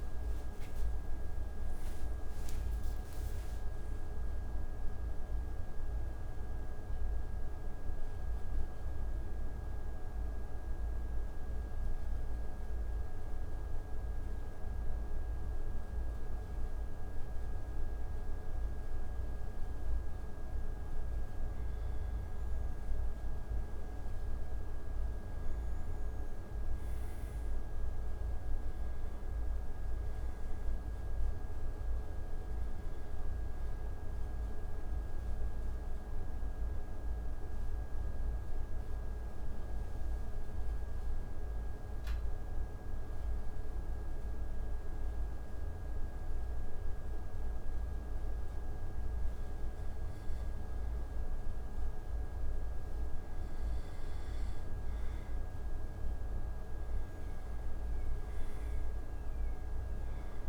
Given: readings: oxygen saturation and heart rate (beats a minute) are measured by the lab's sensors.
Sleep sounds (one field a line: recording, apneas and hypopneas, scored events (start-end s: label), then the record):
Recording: breathing in sleep, hard to hear, by a room microphone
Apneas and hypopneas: 2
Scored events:
7.50-20.50 s: obstructive apnea (oxygen 96% before, 91% lowest)
22.50-26.50 s: arousal
26.50-45.50 s: oxygen desaturation (device-marked, oxygen 98% before, 91% lowest)
35.00-52.00 s: obstructive apnea (oxygen 98% before, 91% lowest)
56.50-60.49 s: oxygen desaturation (device-marked, oxygen 97% before, 91% lowest)
From the record:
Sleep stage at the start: N2 (light sleep)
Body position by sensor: on the back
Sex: male